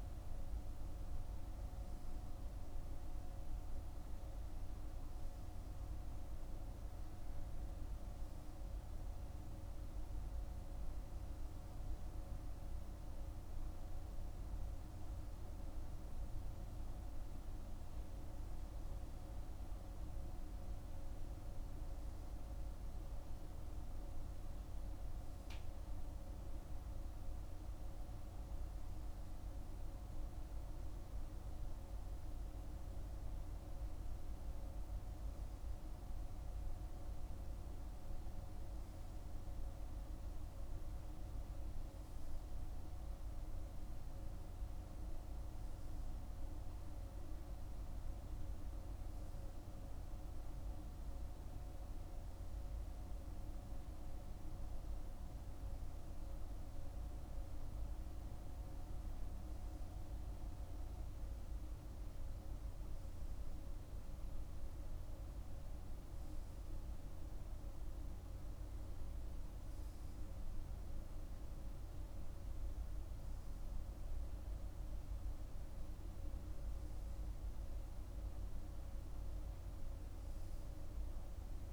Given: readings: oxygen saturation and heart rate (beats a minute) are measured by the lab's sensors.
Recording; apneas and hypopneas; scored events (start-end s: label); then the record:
breathing in sleep, hard to hear, by a room microphone; none
none scored
From the record:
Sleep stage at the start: N3 (deep sleep); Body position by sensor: on the right side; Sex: male